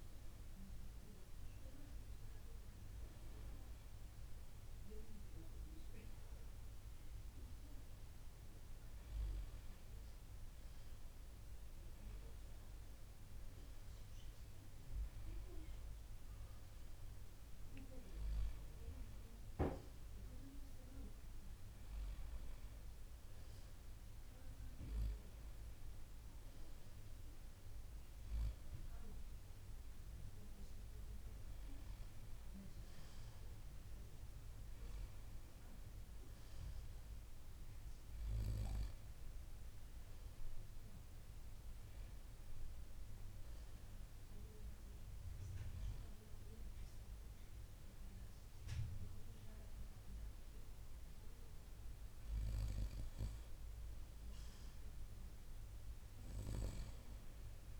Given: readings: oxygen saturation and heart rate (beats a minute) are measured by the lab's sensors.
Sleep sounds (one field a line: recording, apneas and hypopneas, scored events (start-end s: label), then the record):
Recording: breathing in sleep, hard to hear, by a room microphone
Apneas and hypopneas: none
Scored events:
none scored
From the record:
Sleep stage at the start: N2 (light sleep)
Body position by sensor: on the right side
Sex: male